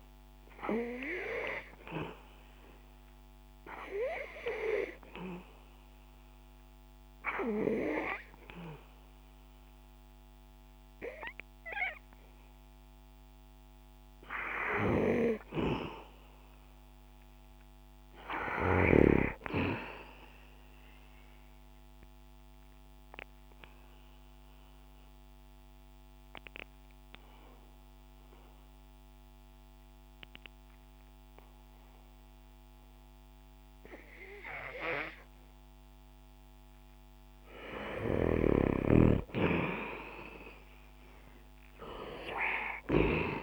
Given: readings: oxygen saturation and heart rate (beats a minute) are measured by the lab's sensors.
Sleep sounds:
breathing in sleep by a microphone on the trachea; 2
2.00-14.50 s: hypopnea (oxygen 95% before, 89% lowest, heart rate 69 before, 66 extreme, up 1 after)
2.50-22.50 s: oxygen desaturation (device-marked, oxygen 94% before, 89% lowest, heart rate 69 before, 66 extreme)
15.50-19.50 s: arousal
25.00-37.50 s: obstructive apnea (oxygen 94% before, 88% lowest, heart rate 68 before, 59 extreme, up 9 after)
39.50-42.50 s: arousal
From the record:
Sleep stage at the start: N2 (light sleep); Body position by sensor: on the back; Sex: male

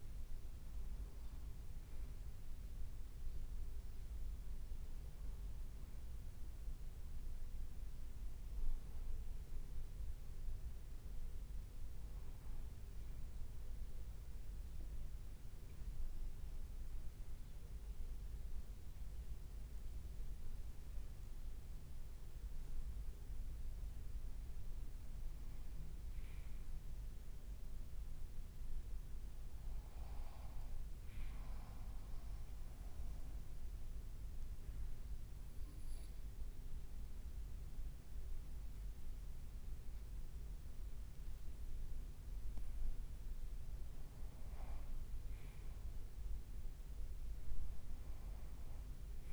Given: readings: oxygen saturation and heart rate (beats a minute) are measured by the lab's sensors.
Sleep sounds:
breathing in sleep, hard to hear, by a room microphone; 1
21.50-23.50 s: leg movement (device-marked)
28.50-32.50 s: oxygen desaturation (device-marked, oxygen 98% before, 97% lowest, heart rate 58 before, 54 extreme)
33.00-43.00 s: obstructive apnea (oxygen 99% before, 95% lowest, heart rate 58 before, 55 extreme, up 4 after)
33.50-34.50 s: leg movement (device-marked)
44.50-47.00 s: leg movement (device-marked)
45.50-49.33 s: arousal
From the record:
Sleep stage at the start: N2 (light sleep); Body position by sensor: on the right side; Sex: male

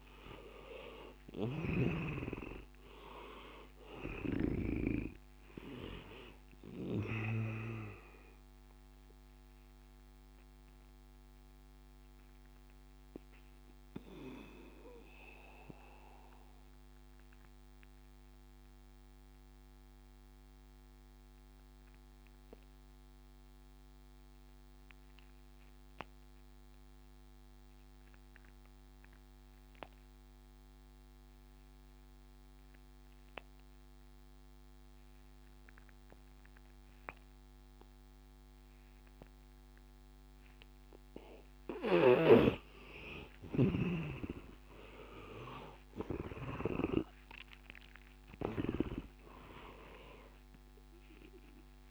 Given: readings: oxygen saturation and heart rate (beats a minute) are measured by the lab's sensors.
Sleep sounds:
breathing in sleep by a microphone on the trachea; 1
0.00-28.50 s: oxygen desaturation (device-marked, oxygen 85% lowest, heart rate 75 extreme)
8.00-40.50 s: obstructive apnea (oxygen 98% before, 82% lowest, heart rate 83 before, 75 extreme, up 12 after)
33.50-51.91 s: oxygen desaturation (device-marked, oxygen 98% before, 82% lowest, heart rate 88 before, 75 extreme)
45.00-50.00 s: arousal
From the record:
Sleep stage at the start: N2 (light sleep); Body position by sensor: on the back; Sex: male

